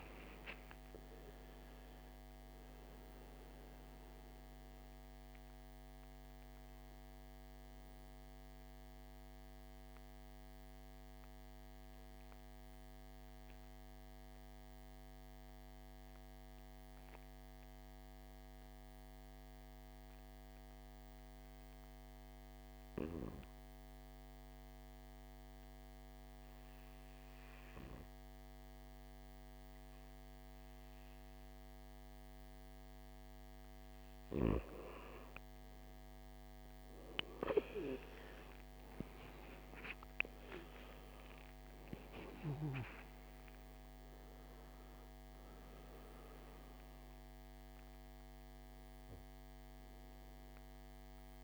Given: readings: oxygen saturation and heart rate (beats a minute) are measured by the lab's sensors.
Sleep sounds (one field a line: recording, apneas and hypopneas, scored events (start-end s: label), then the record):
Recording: breathing in sleep by a microphone on the trachea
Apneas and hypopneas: 1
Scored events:
0.00-18.50 s: oxygen desaturation (device-marked, oxygen 78% lowest, heart rate 52 extreme)
7.50-34.00 s: mixed apnea (oxygen 98% before, 78% lowest, heart rate 66 before, 51 extreme, up 16 after)
36.00-39.50 s: arousal
36.50-51.44 s: oxygen desaturation (device-marked, oxygen 98% before, 84% lowest, heart rate 58 before, 51 extreme)
From the record:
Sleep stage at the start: N2 (light sleep)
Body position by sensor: on the back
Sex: male